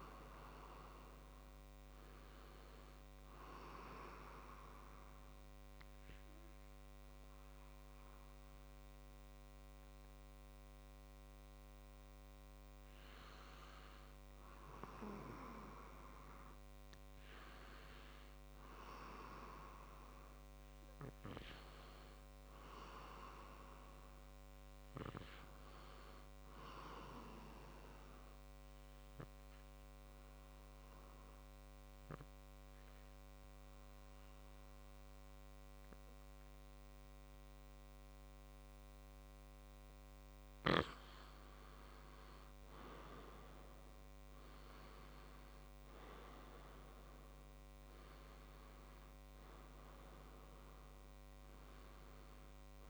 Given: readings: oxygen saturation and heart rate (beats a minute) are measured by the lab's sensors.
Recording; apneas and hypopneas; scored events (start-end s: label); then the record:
breathing in sleep by a microphone on the trachea; 2
0.00-10.50 s: oxygen desaturation (device-marked, oxygen 92% lowest, heart rate 60 extreme)
3.00-13.50 s: obstructive apnea (oxygen 97% before, 92% lowest, heart rate 60 before, 60 extreme, up 3 after)
17.00-20.00 s: arousal
29.00-41.00 s: obstructive apnea (oxygen 97% before, 93% lowest, heart rate 63 before, 57 extreme, up 2 after)
42.50-47.00 s: arousal
From the record:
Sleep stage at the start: N2 (light sleep); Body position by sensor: on the back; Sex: male